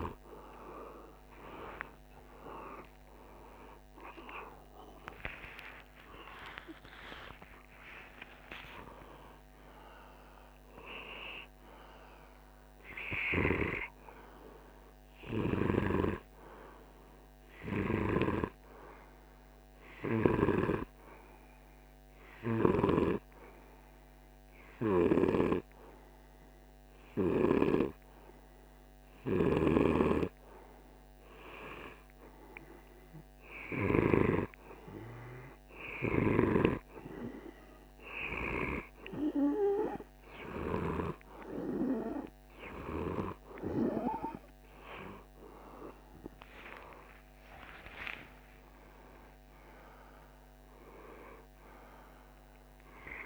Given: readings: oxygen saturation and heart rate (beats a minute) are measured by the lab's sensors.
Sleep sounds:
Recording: breathing in sleep by a microphone on the trachea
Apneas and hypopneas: 1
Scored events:
3.50-7.50 s: arousal
20.50-31.50 s: hypopnea (oxygen 98% before, 96% lowest, heart rate 63 before, 51 extreme, up 0 after)
28.50-33.50 s: snoring (device-marked)
42.50-47.00 s: arousal
From the record:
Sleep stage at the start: N2 (light sleep)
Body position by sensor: on the right side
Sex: male

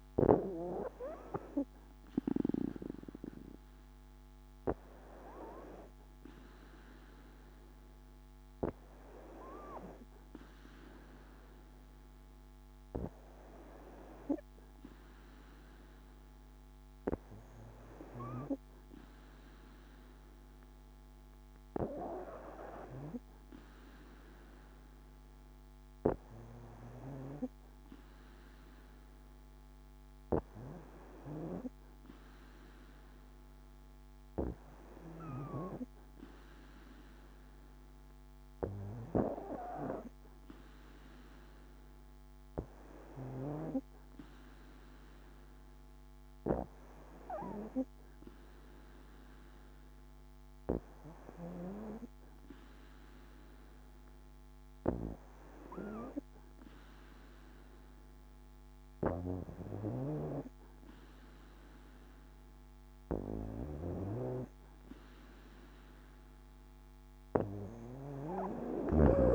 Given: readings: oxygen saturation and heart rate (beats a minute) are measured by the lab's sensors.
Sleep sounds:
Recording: breathing in sleep by a microphone on the trachea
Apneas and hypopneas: none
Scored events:
none scored
From the record:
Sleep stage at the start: N2 (light sleep)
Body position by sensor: on the back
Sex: female

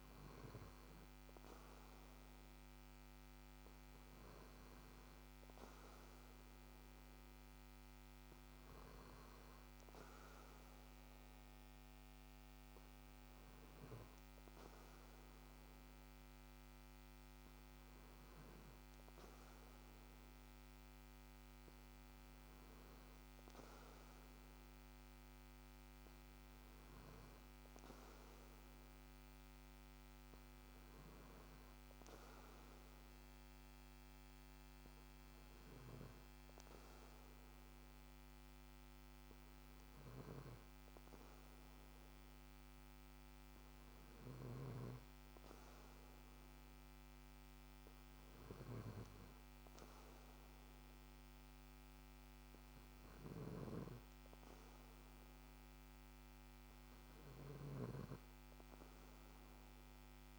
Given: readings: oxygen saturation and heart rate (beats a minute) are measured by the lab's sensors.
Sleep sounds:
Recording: breathing in sleep, hard to hear, by a microphone on the trachea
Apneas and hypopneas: none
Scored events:
53.50-60.39 s: snoring (device-marked)
From the record:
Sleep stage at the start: N2 (light sleep)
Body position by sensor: on the back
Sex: male

